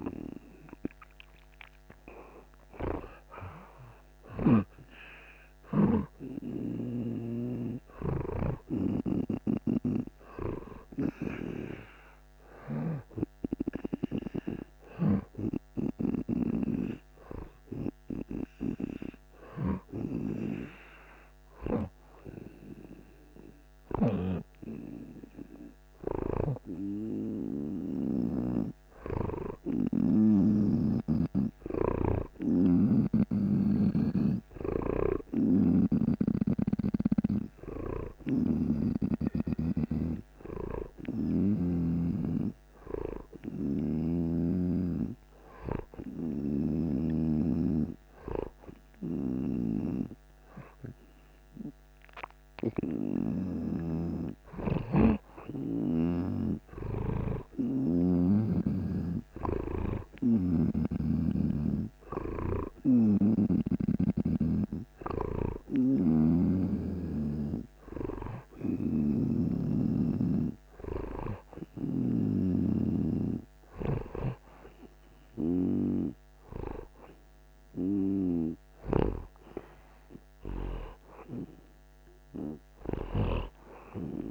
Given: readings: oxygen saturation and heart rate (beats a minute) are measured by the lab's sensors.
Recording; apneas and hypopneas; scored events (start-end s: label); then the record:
breathing in sleep by a microphone on the trachea; none
0.00-4.50 s: snoring (device-marked)
9.00-24.00 s: snoring (device-marked)
26.00-36.00 s: snoring (device-marked)
38.00-41.50 s: snoring (device-marked)
46.00-53.50 s: snoring (device-marked)
65.50-72.00 s: snoring (device-marked)
74.00-84.31 s: snoring (device-marked)
From the record:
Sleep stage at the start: N2 (light sleep); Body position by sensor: on the right side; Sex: male